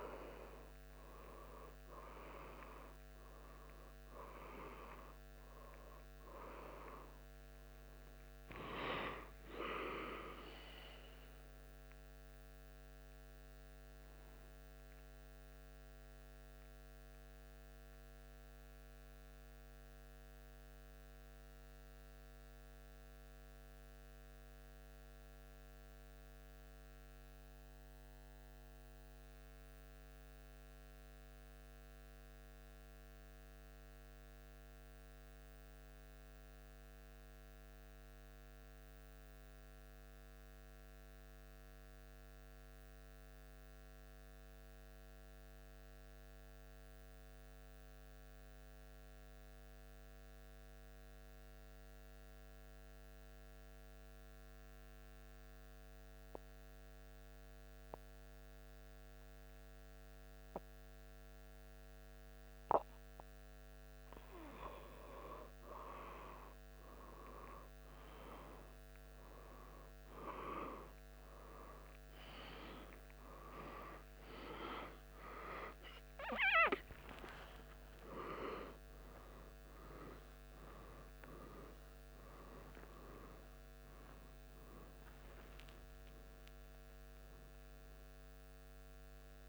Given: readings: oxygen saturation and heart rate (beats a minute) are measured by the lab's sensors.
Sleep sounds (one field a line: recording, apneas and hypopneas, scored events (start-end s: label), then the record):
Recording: a person partly awake in a sleep study, by a microphone on the trachea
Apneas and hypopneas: 1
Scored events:
0.00-4.00 s: oxygen desaturation (device-marked, oxygen 87% lowest, heart rate 74 extreme)
8.50-12.00 s: arousal
15.50-63.50 s: mixed apnea (oxygen 96% before, 90% lowest, heart rate 76 before, 72 extreme, up 2 after)
64.00-89.49 s: new sleep stage, awake
From the record:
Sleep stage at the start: N2 (light sleep)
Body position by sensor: on the back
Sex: male